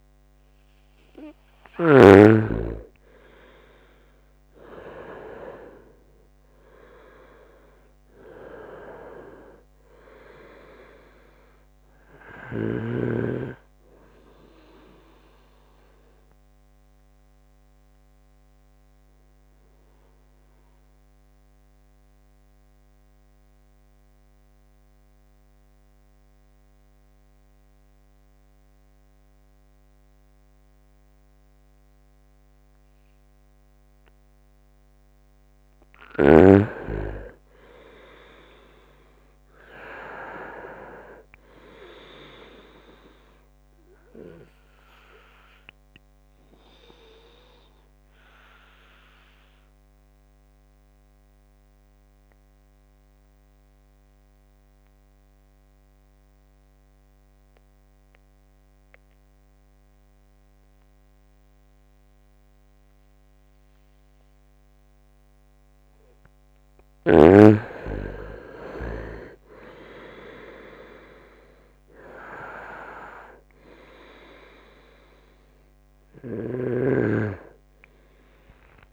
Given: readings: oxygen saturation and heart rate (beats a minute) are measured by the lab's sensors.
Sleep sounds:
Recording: breathing in sleep by a microphone on the trachea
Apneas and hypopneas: 2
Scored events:
0.50-4.50 s: arousal
4.00-26.00 s: oxygen desaturation (device-marked, oxygen 96% before, 90% lowest, heart rate 70 before, 69 extreme)
17.50-34.50 s: obstructive apnea (oxygen 97% before, 89% lowest, heart rate 72 before, 67 extreme, up 2 after)
36.50-40.50 s: arousal
43.00-60.00 s: oxygen desaturation (device-marked, oxygen 98% before, 91% lowest, heart rate 72 before, 66 extreme)
48.00-65.50 s: obstructive apnea (oxygen 98% before, 87% lowest, heart rate 72 before, 66 extreme, up 9 after)
67.00-78.93 s: oxygen desaturation (device-marked, oxygen 98% before, 89% lowest, heart rate 68 before, 67 extreme)
From the record:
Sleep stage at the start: N2 (light sleep)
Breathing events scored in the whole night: 320 in 4.1 hours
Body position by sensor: on the right side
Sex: male

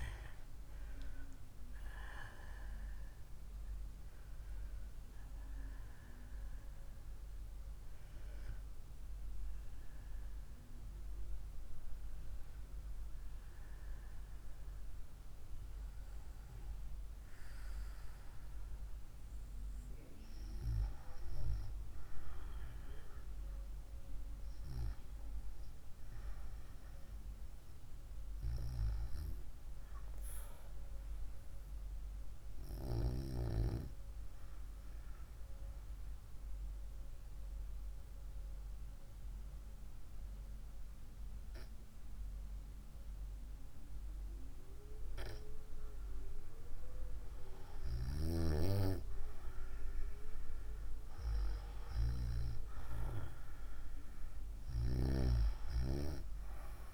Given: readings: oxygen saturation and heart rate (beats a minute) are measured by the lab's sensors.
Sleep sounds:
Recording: breathing in sleep by a room microphone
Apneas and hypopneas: 1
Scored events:
0.00-2.50 s: arousal
36.50-47.50 s: obstructive apnea (oxygen 97% before, 94% lowest, heart rate 65 before, 61 extreme, up 6 after)
46.00-56.94 s: oxygen desaturation (device-marked, oxygen 97% before, 94% lowest, heart rate 64 before, 61 extreme)
50.00-54.50 s: arousal
From the record:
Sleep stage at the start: N2 (light sleep)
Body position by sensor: on the right side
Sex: female

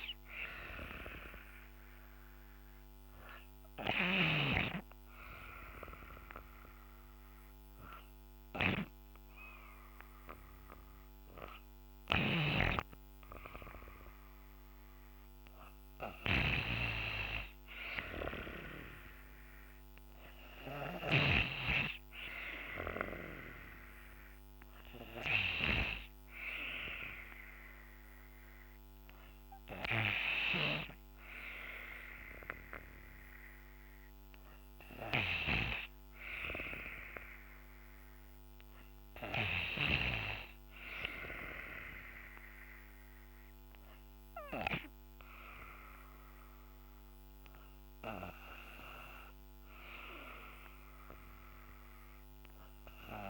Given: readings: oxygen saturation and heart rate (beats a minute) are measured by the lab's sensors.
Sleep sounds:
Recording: breathing in sleep by a microphone on the trachea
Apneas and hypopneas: none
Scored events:
0.00-8.50 s: oxygen desaturation (device-marked, oxygen 92% lowest, heart rate 64 extreme)
19.50-32.50 s: oxygen desaturation (device-marked, oxygen 96% before, 90% lowest, heart rate 65 before, 63 extreme)
From the record:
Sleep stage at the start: N2 (light sleep)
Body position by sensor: on the back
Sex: female

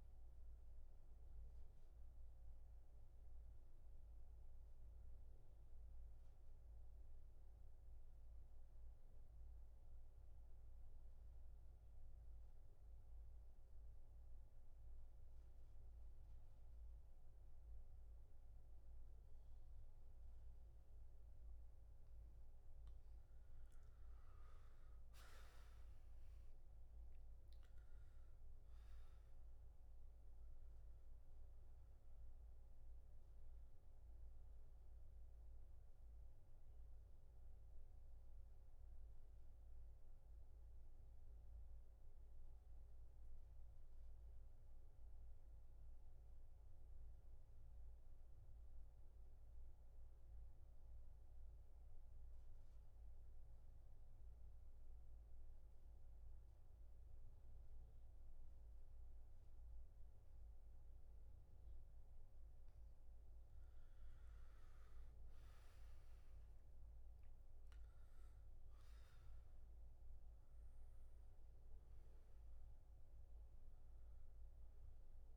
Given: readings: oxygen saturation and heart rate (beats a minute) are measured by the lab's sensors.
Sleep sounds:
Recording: breathing in sleep, hard to hear, by a room microphone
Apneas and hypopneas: 2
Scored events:
1.50-22.00 s: mixed apnea (oxygen 99% before, 81% lowest, heart rate 73 before, 59 extreme, up 17 after)
17.50-45.50 s: oxygen desaturation (device-marked, oxygen 97% before, 82% lowest, heart rate 65 before, 66 extreme)
24.00-28.00 s: arousal
35.50-62.50 s: mixed apnea (oxygen 98% before, 80% lowest, heart rate 71 before, 66 extreme, up 14 after)
59.50-75.36 s: oxygen desaturation (device-marked, oxygen 99% before, 81% lowest, heart rate 68 before, 64 extreme)
64.00-68.00 s: arousal
From the record:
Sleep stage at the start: N2 (light sleep)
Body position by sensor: on the back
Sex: male

